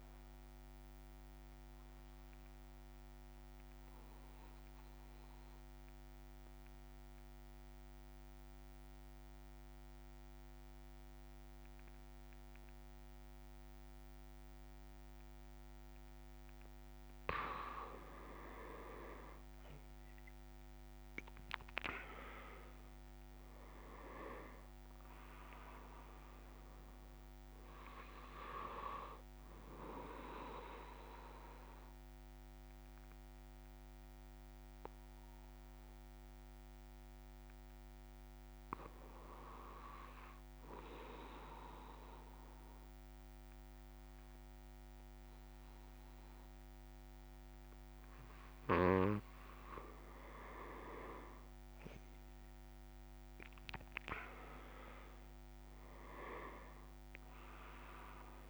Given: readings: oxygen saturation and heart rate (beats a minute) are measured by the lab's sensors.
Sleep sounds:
breathing in sleep by a microphone on the trachea; 2
0.00-8.50 s: oxygen desaturation (device-marked, oxygen 93% lowest)
1.50-17.50 s: obstructive apnea (oxygen 99% before, 93% lowest)
27.50-40.50 s: oxygen desaturation (device-marked, oxygen 99% before, 94% lowest)
32.00-49.00 s: hypopnea (oxygen 99% before, 94% lowest)
51.50-58.50 s: new sleep stage, N1 (lightest sleep)
From the record:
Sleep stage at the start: N2 (light sleep); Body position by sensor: on the back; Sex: male

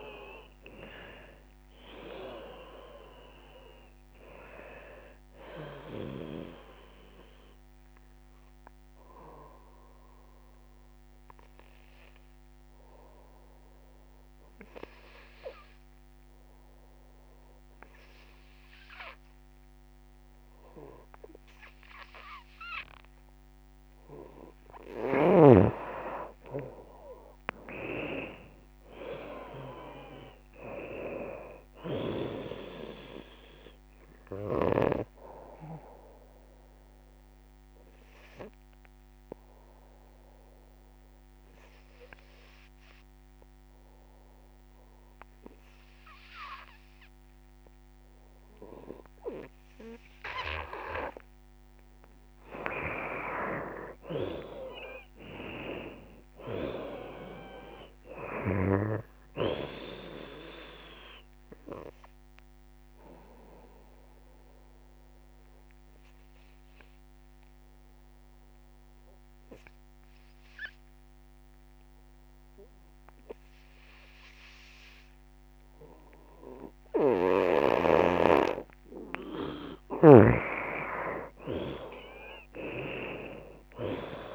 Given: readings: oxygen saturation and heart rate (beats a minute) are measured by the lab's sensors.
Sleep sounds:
breathing in sleep by a microphone on the trachea; 3
0.00-9.50 s: drop in pulse transit time (device-marked, heart rate 71 extreme)
0.00-21.50 s: oxygen desaturation (device-marked, oxygen 82% lowest, heart rate 65 extreme)
9.00-23.50 s: obstructive apnea (oxygen 95% before, 82% lowest, heart rate 78 before, 65 extreme, up 15 after)
23.50-49.50 s: oxygen desaturation (device-marked, oxygen 97% before, 82% lowest, heart rate 76 before, 62 extreme)
25.00-28.50 s: arousal
25.50-37.50 s: drop in pulse transit time (device-marked, heart rate 75 before, 74 extreme)
36.50-52.00 s: obstructive apnea (oxygen 97% before, 82% lowest, heart rate 80 before, 62 extreme, up 24 after)
52.50-64.50 s: drop in pulse transit time (device-marked, heart rate 71 before, 71 extreme)
53.00-56.50 s: arousal
55.50-76.50 s: oxygen desaturation (device-marked, oxygen 96% before, 83% lowest, heart rate 69 before, 62 extreme)
64.00-79.00 s: obstructive apnea (oxygen 96% before, 83% lowest, heart rate 76 before, 63 extreme, up 22 after)
79.50-84.35 s: drop in pulse transit time (device-marked, heart rate 71 before, 76 extreme)
80.50-84.35 s: arousal
81.50-84.35 s: oxygen desaturation (device-marked, oxygen 96% before, 84% lowest, heart rate 70 before, 64 extreme)
From the record:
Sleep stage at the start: N2 (light sleep); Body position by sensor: on the right side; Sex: female

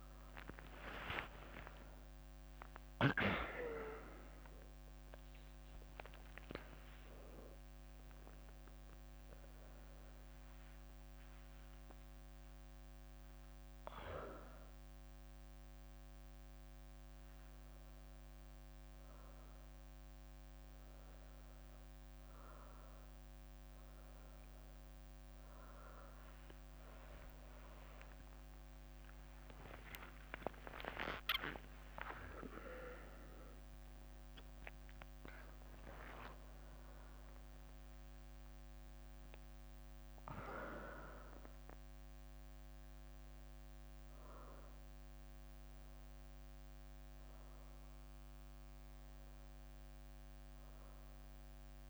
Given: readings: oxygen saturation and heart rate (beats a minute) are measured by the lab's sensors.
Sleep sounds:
a person awake in a sleep study, by a microphone on the trachea; none
1.50-3.50 s: leg movement (device-marked)
3.50-8.00 s: leg movement (device-marked)
10.00-12.50 s: leg movement (device-marked)
27.50-29.50 s: long interval between heartbeats (device-marked, heart rate 76 before, 84 extreme)
27.50-33.50 s: tachycardia (device-marked, heart rate 71 before, 136 extreme)
31.00-33.00 s: long interval between heartbeats (device-marked, heart rate 77 before, 124 extreme)
39.50-41.50 s: long interval between heartbeats (device-marked, heart rate 95 before, 93 extreme)
44.50-46.00 s: leg movement (device-marked)
From the record:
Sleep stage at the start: awake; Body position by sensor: on the right side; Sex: female

